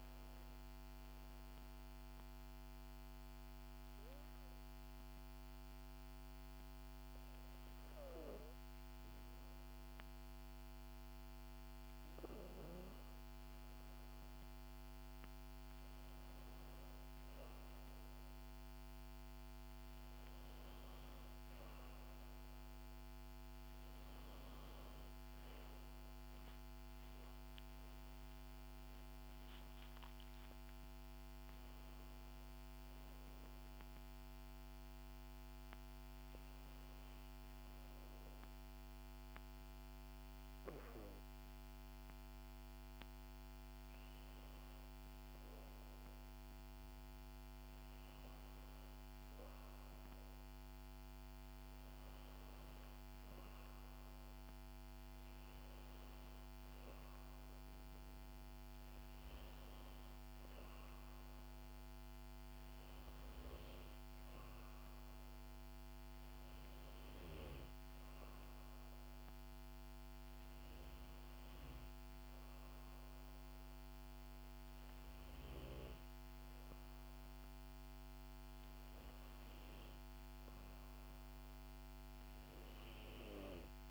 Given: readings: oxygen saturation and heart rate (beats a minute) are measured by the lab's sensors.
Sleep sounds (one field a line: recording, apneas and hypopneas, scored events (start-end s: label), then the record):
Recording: breathing in sleep, hard to hear, by a microphone on the trachea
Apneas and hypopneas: 1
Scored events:
1.50-12.00 s: obstructive apnea (oxygen 97% before, 93% lowest, heart rate 71 before, 68 extreme, up 1 after)
14.00-18.50 s: arousal
From the record:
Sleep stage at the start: N2 (light sleep)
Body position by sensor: on the back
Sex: female